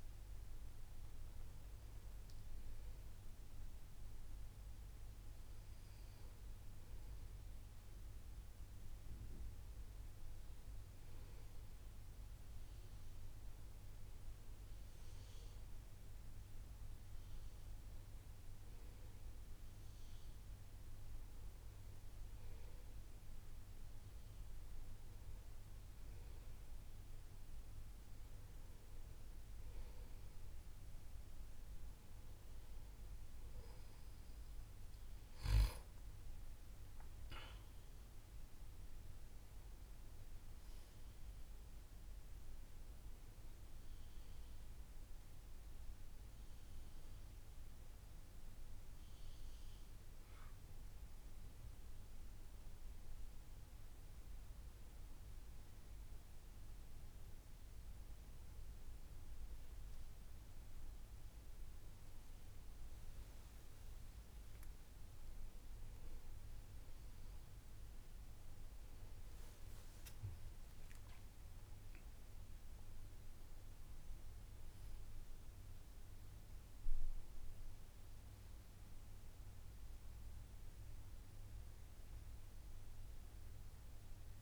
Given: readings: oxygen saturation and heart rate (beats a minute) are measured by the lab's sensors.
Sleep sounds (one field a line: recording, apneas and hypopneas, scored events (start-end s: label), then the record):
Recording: breathing in sleep, hard to hear, by a room microphone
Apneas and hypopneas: none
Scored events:
66.00-70.00 s: arousal
From the record:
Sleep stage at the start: N2 (light sleep)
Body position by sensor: on the back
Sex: male